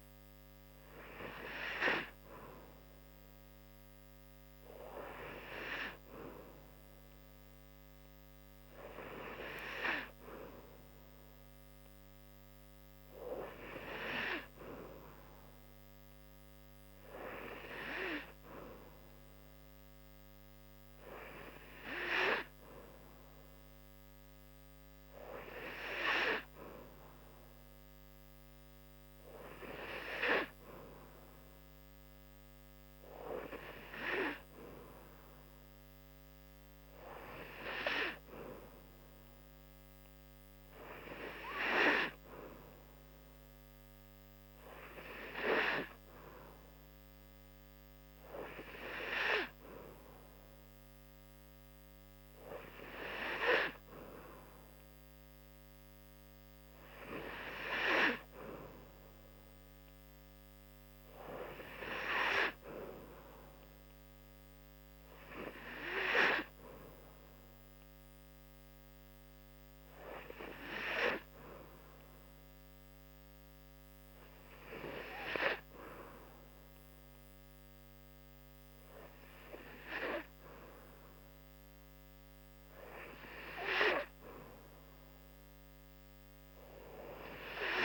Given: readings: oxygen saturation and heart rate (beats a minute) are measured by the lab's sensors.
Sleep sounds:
breathing in sleep by a microphone on the trachea; none
79.50-83.00 s: arousal
From the record:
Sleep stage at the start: N2 (light sleep); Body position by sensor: on the back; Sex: female

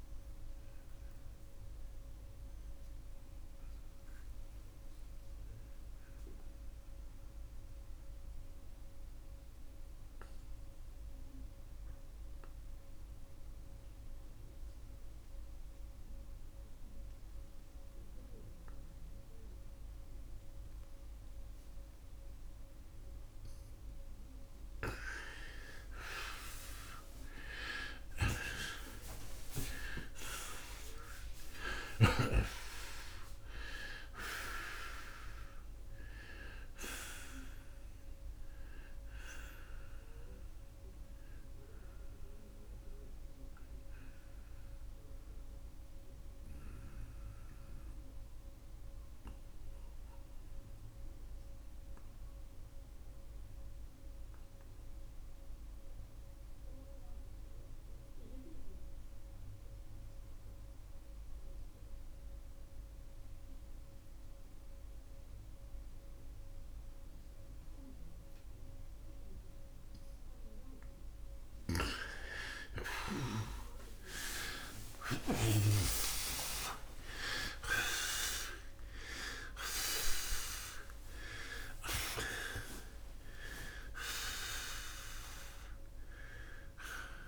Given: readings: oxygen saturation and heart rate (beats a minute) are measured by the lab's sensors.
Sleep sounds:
breathing in sleep by a room microphone; 2
3.00-24.50 s: mixed apnea (oxygen 93% before, 83% lowest)
6.50-31.50 s: oxygen desaturation (device-marked, oxygen 91% before, 83% lowest)
26.50-32.50 s: arousal
43.50-71.50 s: mixed apnea (oxygen 94% before, 84% lowest)
53.50-76.50 s: oxygen desaturation (device-marked, oxygen 93% before, 85% lowest)
71.50-75.50 s: snoring (device-marked)
73.00-78.00 s: arousal
From the record:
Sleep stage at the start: N2 (light sleep); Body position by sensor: on the right side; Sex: male

